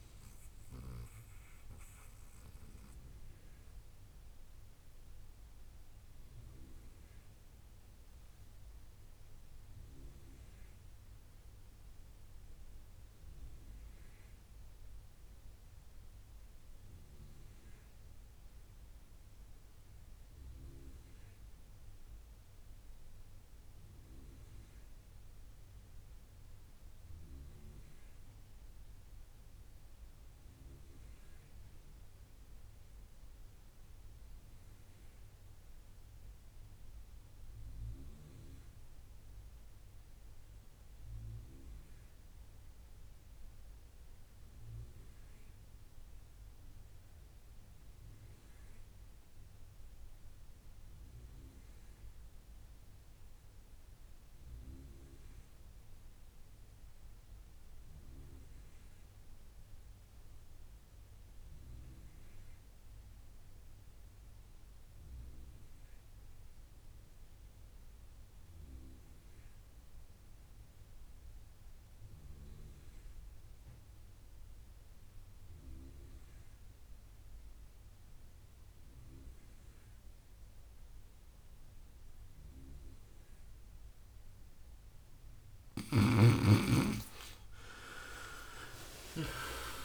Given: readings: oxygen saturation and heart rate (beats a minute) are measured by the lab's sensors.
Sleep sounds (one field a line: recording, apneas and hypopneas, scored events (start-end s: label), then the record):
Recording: breathing in sleep by a room microphone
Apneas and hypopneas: 1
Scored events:
0.00-10.50 s: oxygen desaturation (device-marked, oxygen 83% lowest, heart rate 57 extreme)
0.50-85.50 s: mixed apnea (oxygen 96% before, 64% lowest, heart rate 78 before, 57 extreme, up 25 after)
25.50-27.50 s: long interval between heartbeats (device-marked, heart rate 69 before, 63 extreme)
31.50-89.85 s: oxygen desaturation (device-marked, oxygen 98% before, 64% lowest, heart rate 67 before, 57 extreme)
87.50-89.85 s: arousal
From the record:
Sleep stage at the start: N2 (light sleep)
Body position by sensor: on the right side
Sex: male